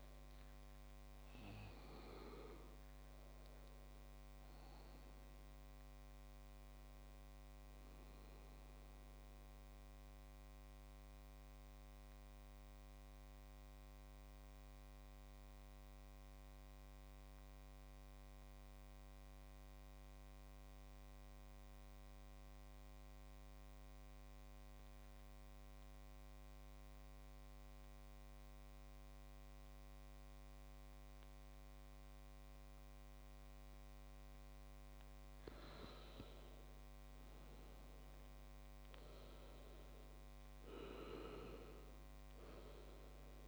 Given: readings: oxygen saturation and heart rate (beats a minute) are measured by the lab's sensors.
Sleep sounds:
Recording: breathing in sleep by a microphone on the trachea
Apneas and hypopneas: 1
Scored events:
0.00-8.00 s: oxygen desaturation (device-marked, oxygen 95% lowest, heart rate 56 extreme)
9.00-35.00 s: mixed apnea (oxygen 99% before, 95% lowest, heart rate 63 before, 56 extreme, up 3 after)
37.50-41.50 s: arousal
From the record:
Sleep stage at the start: N2 (light sleep)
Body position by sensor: on the back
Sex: male

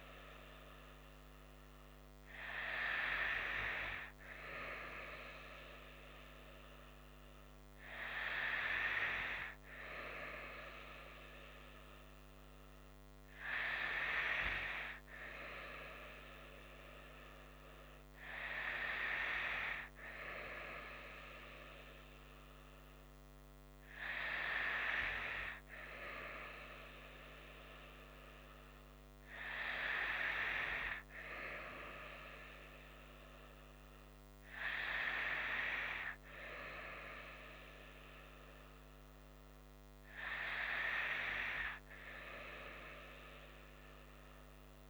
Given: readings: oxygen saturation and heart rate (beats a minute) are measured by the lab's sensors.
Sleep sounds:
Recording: breathing in sleep by a microphone on the trachea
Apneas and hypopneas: none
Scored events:
none scored
From the record:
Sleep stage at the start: N2 (light sleep)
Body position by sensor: on the right side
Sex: female

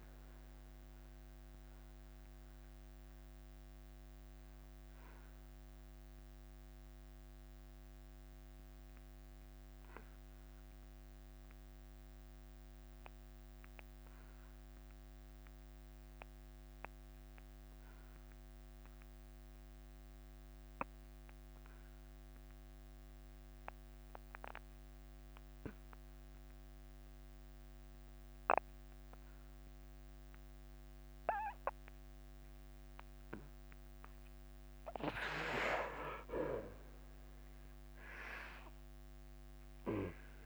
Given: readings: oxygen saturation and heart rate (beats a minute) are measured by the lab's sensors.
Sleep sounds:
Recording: breathing in sleep by a microphone on the trachea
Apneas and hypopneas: 1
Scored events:
0.00-4.00 s: drop in pulse transit time (device-marked, heart rate 82 extreme)
2.00-32.50 s: mixed apnea (oxygen 97% before, 63% lowest, heart rate 87 before, 86 extreme, up 4 after)
10.00-24.00 s: oxygen desaturation (device-marked, oxygen 94% before, 63% lowest, heart rate 91 before, 87 extreme)
32.00-40.46 s: drop in pulse transit time (device-marked, heart rate 89 before, 89 extreme)
35.00-39.00 s: arousal
From the record:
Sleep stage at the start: REM sleep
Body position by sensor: on the back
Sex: male

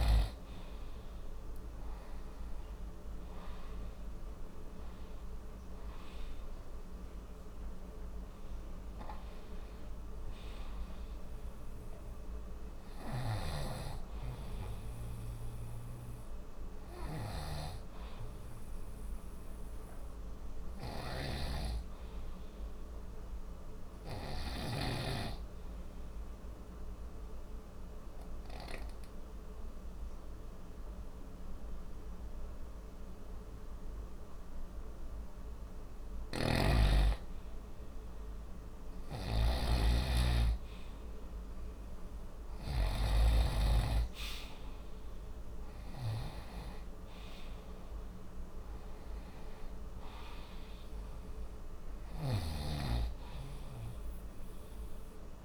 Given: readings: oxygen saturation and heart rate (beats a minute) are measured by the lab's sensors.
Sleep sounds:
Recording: breathing in sleep by a room microphone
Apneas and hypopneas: 1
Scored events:
0.00-3.50 s: arousal
0.00-28.00 s: oxygen desaturation (device-marked, oxygen 91% lowest, heart rate 35 extreme)
13.00-24.50 s: snoring (device-marked)
26.00-36.00 s: obstructive apnea (oxygen 94% before, 90% lowest, heart rate 53 before, 40 extreme, up 21 after)
36.00-43.00 s: snoring (device-marked)
43.00-55.45 s: oxygen desaturation (device-marked, oxygen 95% before, 90% lowest, heart rate 53 before, 43 extreme)
44.50-49.00 s: arousal
From the record:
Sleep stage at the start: N2 (light sleep)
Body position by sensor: on the right side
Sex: male

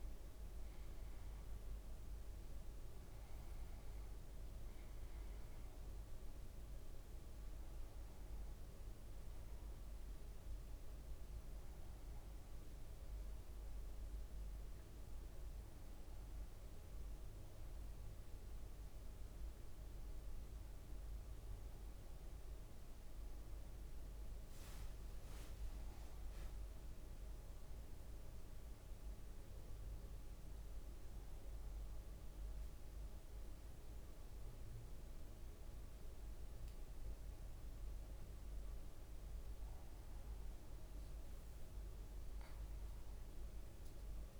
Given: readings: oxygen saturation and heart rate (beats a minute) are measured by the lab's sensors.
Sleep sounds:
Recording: breathing in sleep, hard to hear, by a room microphone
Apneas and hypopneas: 1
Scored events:
13.50-44.40 s: new sleep stage, N2 (light sleep)
23.50-27.00 s: leg movement (device-marked)
27.00-39.50 s: hypopnea (oxygen 99% before, 96% lowest, heart rate 61 before, 55 extreme, up 3 after)
From the record:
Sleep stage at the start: N1 (lightest sleep)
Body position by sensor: on the back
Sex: male

